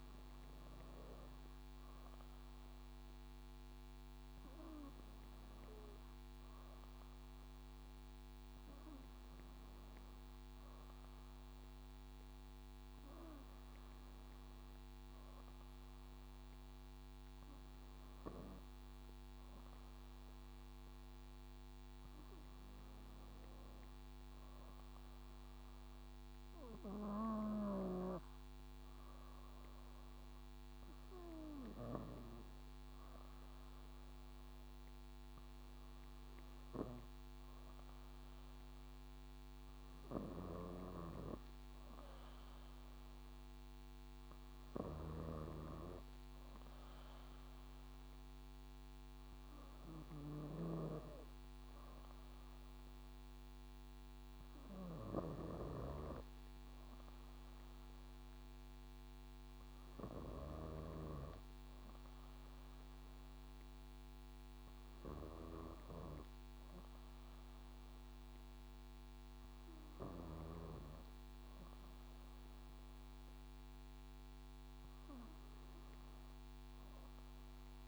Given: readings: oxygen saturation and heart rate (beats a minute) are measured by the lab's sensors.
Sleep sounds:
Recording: breathing in sleep by a microphone on the trachea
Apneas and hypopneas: none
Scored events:
0.00-1.00 s: drop in pulse transit time (device-marked, heart rate 61 extreme)
27.50-32.00 s: snoring (device-marked)
40.00-56.00 s: drop in pulse transit time (device-marked, heart rate 62 before, 63 extreme)
40.00-70.50 s: snoring (device-marked)
From the record:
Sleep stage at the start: N2 (light sleep)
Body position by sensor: on the back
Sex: female

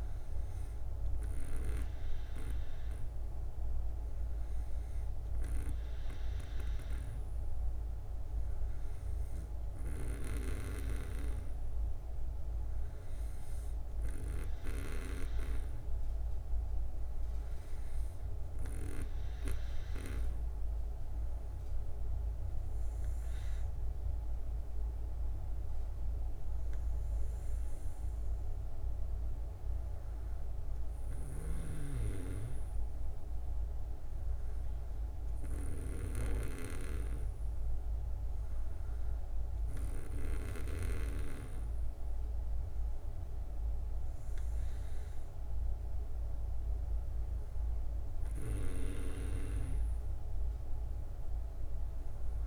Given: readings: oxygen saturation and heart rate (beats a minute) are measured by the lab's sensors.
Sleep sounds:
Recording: breathing in sleep by a room microphone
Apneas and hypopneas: none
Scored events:
none scored
From the record:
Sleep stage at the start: N2 (light sleep)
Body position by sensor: on the back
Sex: female

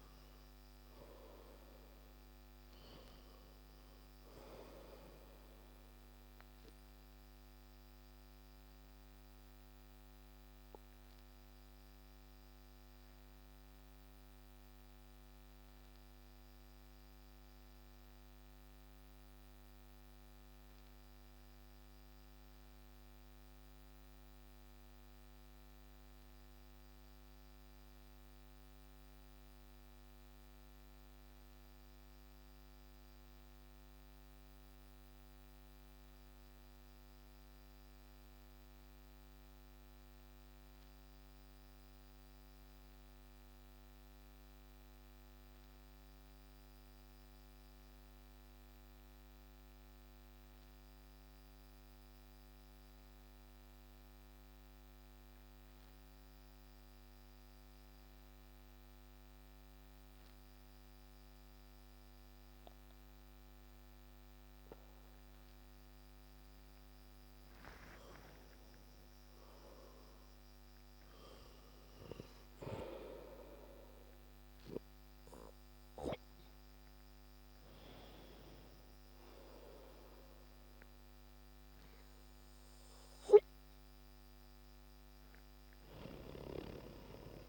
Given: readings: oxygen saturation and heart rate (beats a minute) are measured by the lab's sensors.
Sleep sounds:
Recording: breathing in sleep by a microphone on the trachea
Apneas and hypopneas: 1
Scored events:
0.00-9.50 s: oxygen desaturation (device-marked, oxygen 92% lowest)
8.00-66.00 s: obstructive apnea (oxygen 98% before, 89% lowest)
57.50-87.49 s: oxygen desaturation (device-marked, oxygen 96% before, 89% lowest)
68.00-71.50 s: arousal
From the record:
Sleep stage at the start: N2 (light sleep)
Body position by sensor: on the back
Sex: male

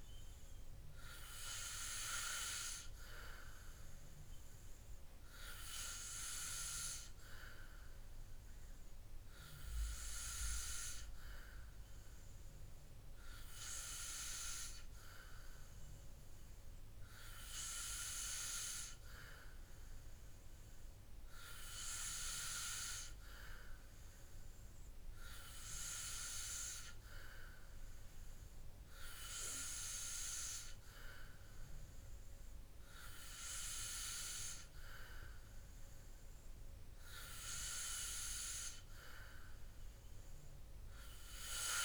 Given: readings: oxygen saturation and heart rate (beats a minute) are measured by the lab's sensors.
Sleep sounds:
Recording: breathing in sleep by a room microphone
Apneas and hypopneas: none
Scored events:
none scored
From the record:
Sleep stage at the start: N2 (light sleep)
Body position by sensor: on the back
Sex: male

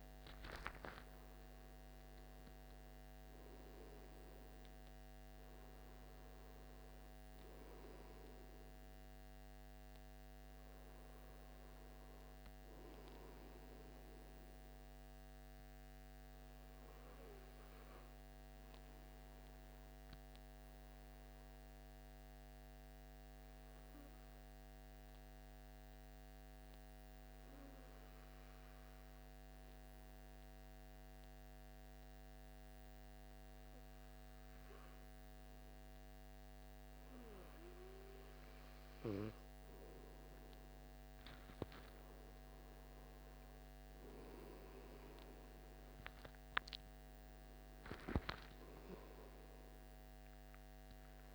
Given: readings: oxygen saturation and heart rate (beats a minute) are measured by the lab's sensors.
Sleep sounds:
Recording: breathing in sleep, hard to hear, by a microphone on the trachea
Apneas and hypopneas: 1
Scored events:
0.50-4.50 s: arousal
18.50-34.00 s: obstructive apnea (oxygen 96% before, 93% lowest)
38.00-51.35 s: oxygen desaturation (device-marked, oxygen 96% before, 93% lowest, heart rate 47 before, 27 extreme)
45.50-49.50 s: arousal
From the record:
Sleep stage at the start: N2 (light sleep)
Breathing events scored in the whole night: 264 in 7.4 hours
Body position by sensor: on the back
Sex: male

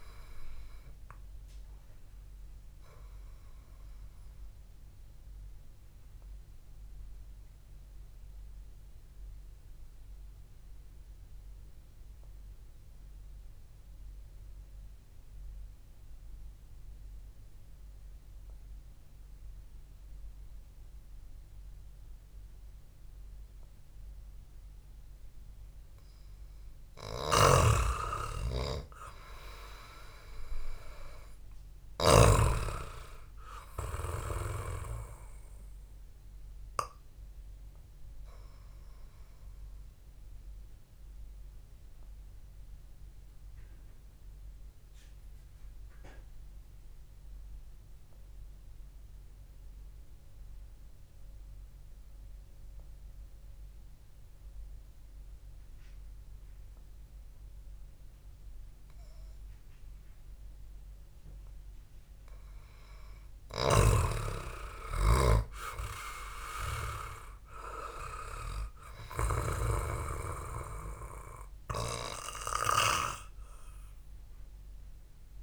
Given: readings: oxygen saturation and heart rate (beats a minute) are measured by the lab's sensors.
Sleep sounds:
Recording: breathing in sleep by a room microphone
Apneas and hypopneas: 2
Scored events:
0.00-10.00 s: oxygen desaturation (device-marked, oxygen 91% lowest, heart rate 55 extreme)
6.00-26.00 s: obstructive apnea (oxygen 98% before, 91% lowest, heart rate 62 before, 59 extreme, up 0 after)
19.00-25.00 s: oxygen desaturation (device-marked, oxygen 94% before, 91% lowest, heart rate 61 before, 59 extreme)
28.00-33.00 s: snoring (device-marked)
29.50-33.50 s: arousal
37.00-44.00 s: oxygen desaturation (device-marked, oxygen 97% before, 92% lowest, heart rate 64 before, 56 extreme)
40.50-62.00 s: obstructive apnea (oxygen 97% before, 91% lowest, heart rate 64 before, 55 extreme, up 0 after)
62.50-66.50 s: arousal
64.00-70.50 s: snoring (device-marked)
From the record:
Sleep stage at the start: N2 (light sleep)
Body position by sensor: on the back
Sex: male

